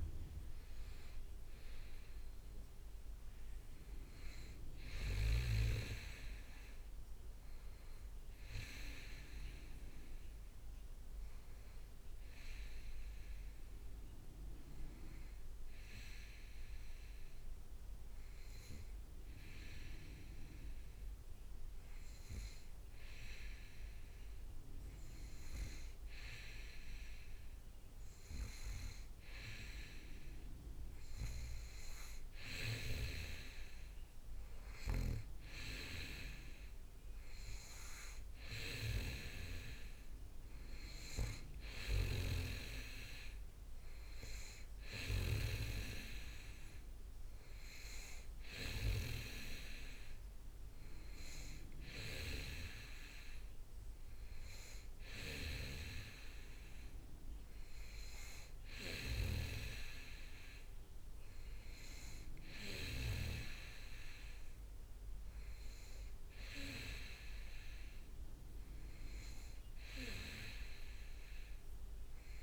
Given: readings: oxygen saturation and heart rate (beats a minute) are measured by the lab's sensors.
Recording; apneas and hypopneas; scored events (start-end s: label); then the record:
breathing in sleep by a room microphone; 1
0.00-1.00 s: oxygen desaturation (device-marked, oxygen 95% lowest, heart rate 63 extreme)
0.00-3.00 s: leg movement (device-marked)
10.00-23.50 s: hypopnea (oxygen 98% before, 95% lowest, heart rate 68 before, 63 extreme, up 6 after)
14.00-18.50 s: leg movement (device-marked)
25.50-31.50 s: leg movement (device-marked)
26.00-29.00 s: arousal
28.00-41.00 s: oxygen desaturation (device-marked, oxygen 99% before, 95% lowest, heart rate 68 before, 64 extreme)
40.50-46.50 s: leg movement (device-marked)
55.50-61.00 s: leg movement (device-marked)
71.00-72.43 s: leg movement (device-marked)
From the record:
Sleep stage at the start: N2 (light sleep); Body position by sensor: on the back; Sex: male